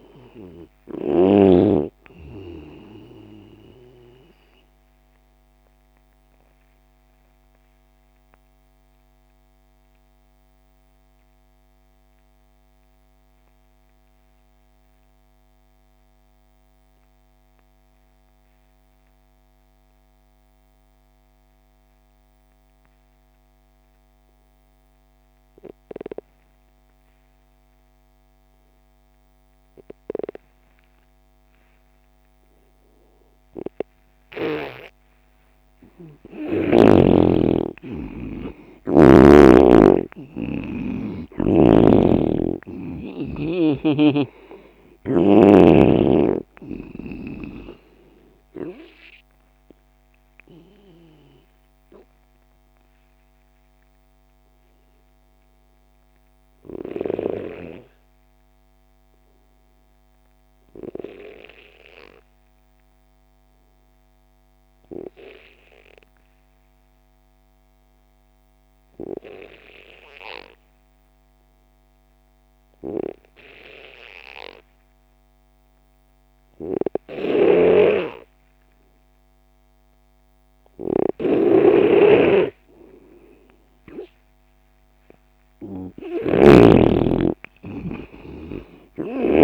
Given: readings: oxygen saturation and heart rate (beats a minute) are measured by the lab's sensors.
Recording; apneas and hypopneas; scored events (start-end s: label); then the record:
breathing in sleep by a microphone on the trachea; 2
0.00-1.00 s: snoring (device-marked)
0.00-15.50 s: oxygen desaturation (device-marked, oxygen 89% lowest)
4.00-35.00 s: mixed apnea (oxygen 98% before, 86% lowest)
28.50-63.50 s: oxygen desaturation (device-marked, oxygen 98% before, 86% lowest)
37.00-40.00 s: arousal
41.50-45.00 s: snoring (device-marked)
48.50-80.50 s: obstructive apnea (oxygen 98% before, 86% lowest)
77.00-89.44 s: snoring (device-marked)
78.50-89.44 s: oxygen desaturation (device-marked, oxygen 98% before, 88% lowest)
86.00-89.44 s: arousal
From the record:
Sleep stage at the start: N2 (light sleep); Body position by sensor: on the left side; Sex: male